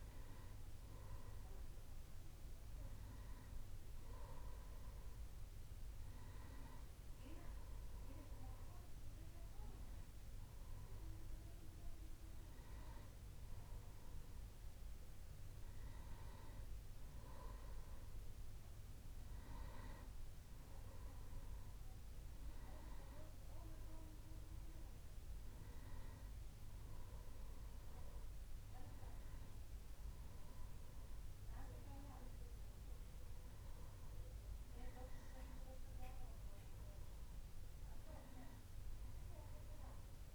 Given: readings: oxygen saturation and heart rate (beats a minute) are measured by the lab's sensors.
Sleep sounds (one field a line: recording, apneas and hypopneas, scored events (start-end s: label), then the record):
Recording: a person partly awake in a sleep study, by a room microphone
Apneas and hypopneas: none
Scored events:
17.50-40.35 s: new sleep stage, N1 (lightest sleep)
From the record:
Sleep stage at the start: awake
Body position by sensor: on the back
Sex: male